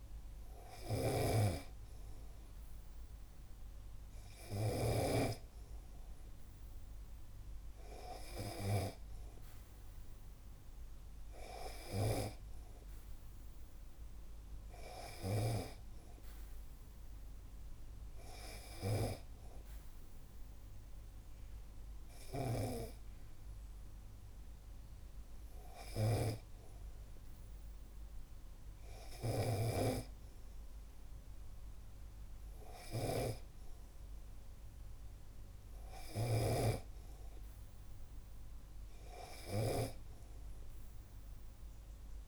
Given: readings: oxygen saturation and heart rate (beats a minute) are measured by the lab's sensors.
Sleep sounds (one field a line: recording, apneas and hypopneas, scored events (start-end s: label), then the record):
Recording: breathing in sleep by a room microphone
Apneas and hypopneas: none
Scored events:
0.00-5.00 s: snoring (device-marked)
From the record:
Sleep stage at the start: N2 (light sleep)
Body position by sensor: on the back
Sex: male